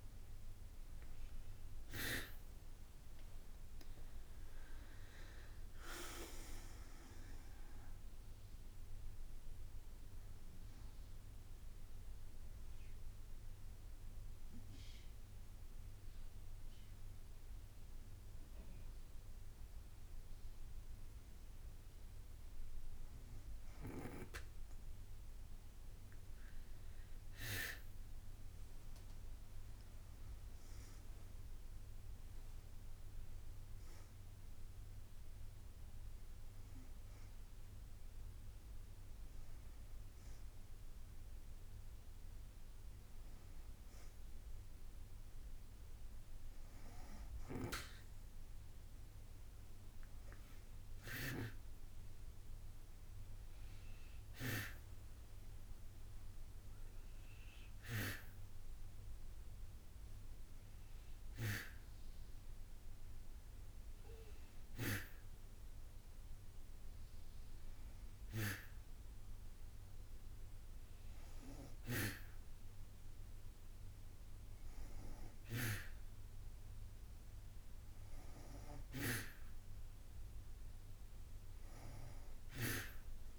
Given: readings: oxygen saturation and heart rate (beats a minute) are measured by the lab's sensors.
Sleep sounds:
breathing in sleep by a room microphone; 2
4.50-9.50 s: arousal
6.00-20.00 s: drop in pulse transit time (device-marked, heart rate 61 before, 56 extreme)
12.00-23.00 s: hypopnea (oxygen 95% before, 94% lowest, heart rate 61 before, 56 extreme, up 3 after)
25.50-29.00 s: arousal
62.50-76.50 s: hypopnea (oxygen 98% before, 94% lowest, heart rate 59 before, 59 extreme, up 2 after)
From the record:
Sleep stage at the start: N2 (light sleep); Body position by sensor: on the back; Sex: female

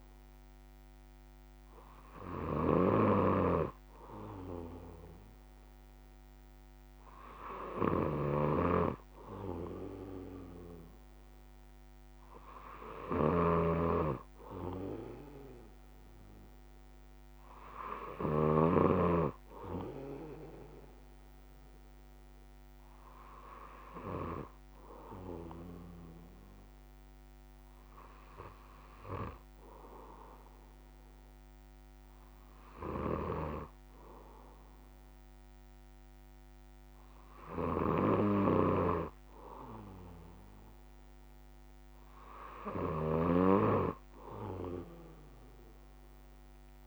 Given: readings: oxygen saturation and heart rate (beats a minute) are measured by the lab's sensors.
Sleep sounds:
breathing in sleep by a microphone on the trachea; none
none scored
From the record:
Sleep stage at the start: N1 (lightest sleep); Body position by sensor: on the back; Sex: male

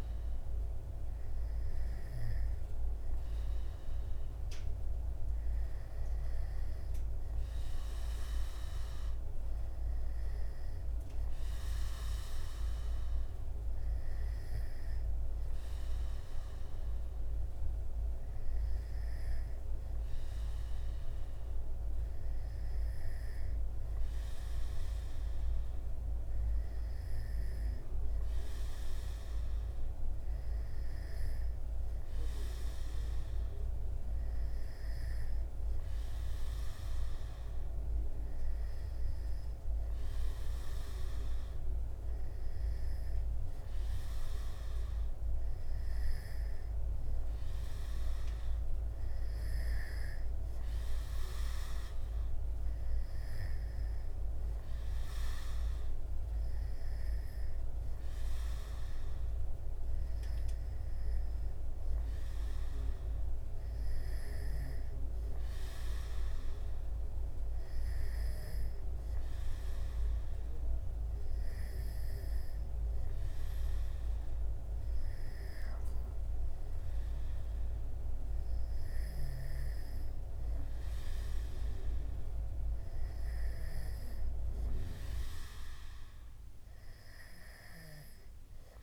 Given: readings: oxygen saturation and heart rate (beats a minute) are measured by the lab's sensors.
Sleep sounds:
breathing in sleep, hard to hear, by a room microphone; none
none scored
From the record:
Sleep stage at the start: N2 (light sleep); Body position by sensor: on the back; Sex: male

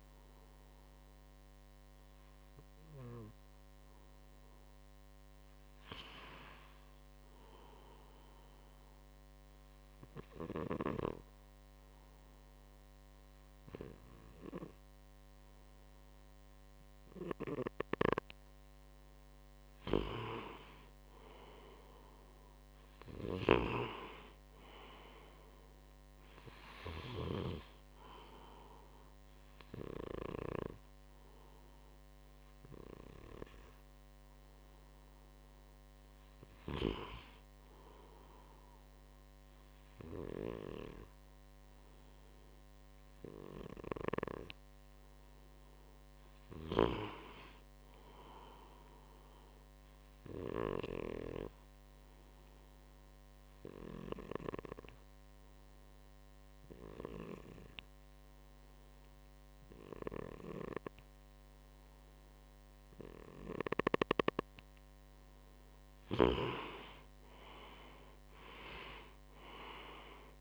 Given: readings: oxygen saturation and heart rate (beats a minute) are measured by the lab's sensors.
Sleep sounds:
breathing in sleep by a microphone on the trachea; 2
7.00-18.50 s: obstructive apnea (oxygen 97% before, 93% lowest, heart rate 64 before, 63 extreme, up 6 after)
21.00-25.00 s: arousal
50.00-64.50 s: obstructive apnea (oxygen 96% before, 93% lowest, heart rate 66 before, 62 extreme, up 5 after)
66.50-70.41 s: arousal
From the record:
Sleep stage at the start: N2 (light sleep); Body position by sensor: on the right side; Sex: male

